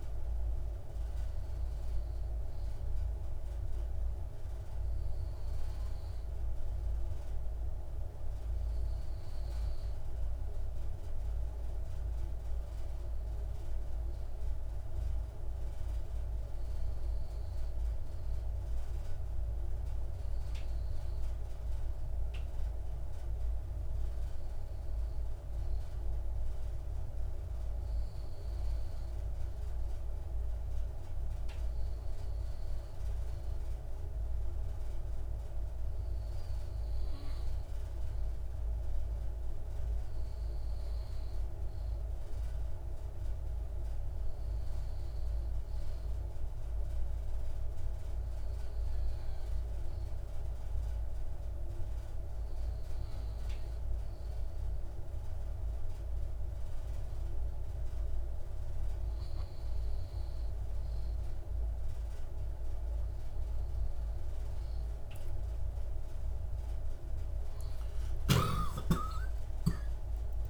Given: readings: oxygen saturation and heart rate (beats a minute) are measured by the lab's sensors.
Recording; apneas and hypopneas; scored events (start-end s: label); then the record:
breathing in sleep, hard to hear, by a room microphone; none
69.00-70.50 s: new sleep stage, N1 (lightest sleep)
69.50-70.50 s: arousal
From the record:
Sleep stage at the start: N2 (light sleep); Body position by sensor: on the left side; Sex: male